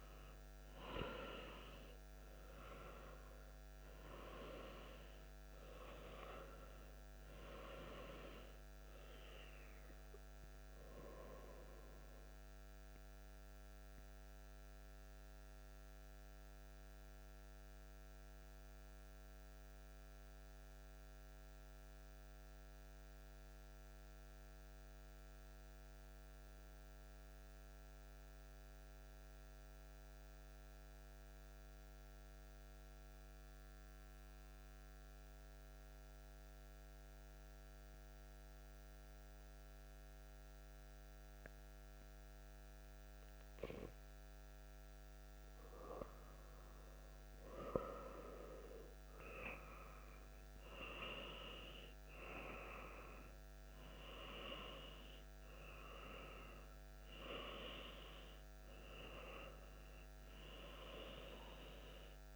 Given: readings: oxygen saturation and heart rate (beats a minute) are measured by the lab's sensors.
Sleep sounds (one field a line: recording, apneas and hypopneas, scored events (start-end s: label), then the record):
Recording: breathing in sleep by a microphone on the trachea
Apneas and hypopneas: 1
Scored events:
0.00-21.50 s: oxygen desaturation (device-marked, oxygen 92% lowest)
9.50-43.00 s: mixed apnea (oxygen 97% before, 92% lowest)
44.50-49.00 s: arousal
45.50-62.36 s: oxygen desaturation (device-marked, oxygen 97% before, 92% lowest)
From the record:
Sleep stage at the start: N2 (light sleep)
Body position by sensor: on the back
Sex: male